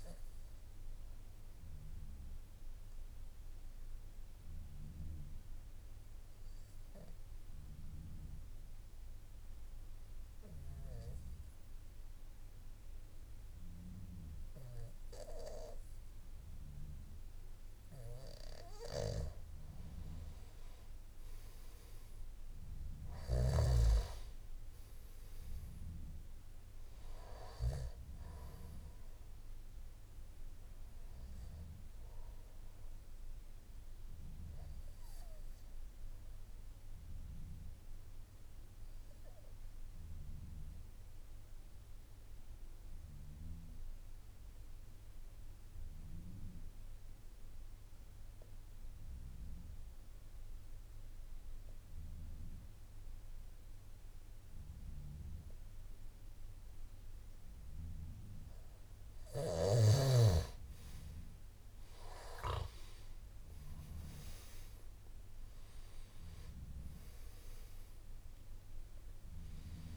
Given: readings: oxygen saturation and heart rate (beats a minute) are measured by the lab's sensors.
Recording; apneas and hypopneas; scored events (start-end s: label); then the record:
breathing in sleep by a room microphone; 2
0.00-12.50 s: oxygen desaturation (device-marked, oxygen 87% lowest, heart rate 51 extreme)
0.50-18.00 s: obstructive apnea (oxygen 97% before, 87% lowest, heart rate 59 before, 51 extreme, up 7 after)
36.00-58.50 s: obstructive apnea (oxygen 98% before, 89% lowest, heart rate 55 before, 51 extreme, up 12 after)
37.50-48.50 s: oxygen desaturation (device-marked, oxygen 96% before, 92% lowest, heart rate 55 before, 51 extreme)
60.50-69.97 s: oxygen desaturation (device-marked, oxygen 98% before, 89% lowest, heart rate 52 before, 53 extreme)
From the record:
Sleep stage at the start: N2 (light sleep); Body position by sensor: on the back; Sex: male